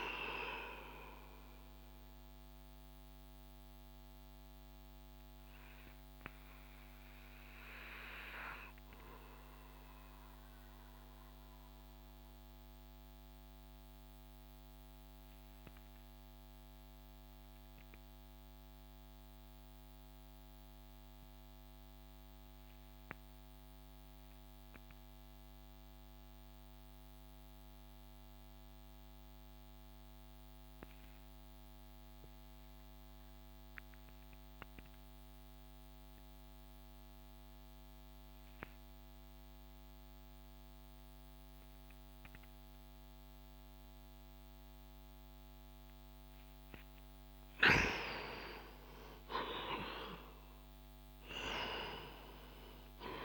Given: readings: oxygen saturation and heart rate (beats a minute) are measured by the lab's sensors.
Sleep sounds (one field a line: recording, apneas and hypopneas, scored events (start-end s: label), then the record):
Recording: breathing in sleep by a microphone on the trachea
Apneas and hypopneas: 1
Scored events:
2.00-44.50 s: obstructive apnea (oxygen 97% before, 88% lowest)
47.00-51.00 s: arousal
From the record:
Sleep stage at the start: N2 (light sleep)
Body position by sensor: on the back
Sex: male